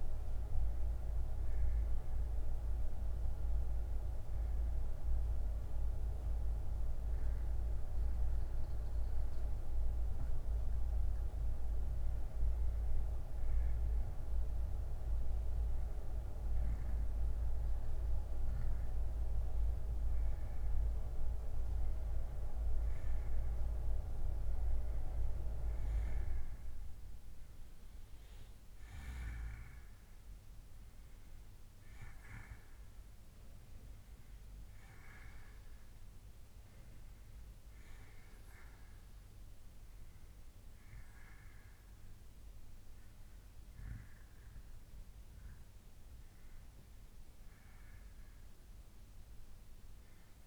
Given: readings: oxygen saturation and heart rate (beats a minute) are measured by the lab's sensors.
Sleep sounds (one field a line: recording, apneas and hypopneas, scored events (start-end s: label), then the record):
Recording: breathing in sleep by a room microphone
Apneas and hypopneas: 1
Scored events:
1.00-11.50 s: hypopnea (oxygen 95% before, 91% lowest, heart rate 50 before, 42 extreme, up 4 after)
1.50-50.47 s: new sleep stage, N2 (light sleep)
14.50-18.50 s: arousal
17.50-30.50 s: oxygen desaturation (device-marked, oxygen 95% before, 91% lowest, heart rate 59 before, 42 extreme)
17.50-32.50 s: bradycardia (device-marked, heart rate 66 before, 42 extreme)
48.50-50.47 s: arousal
From the record:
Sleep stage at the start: N1 (lightest sleep)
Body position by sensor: on the back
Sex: male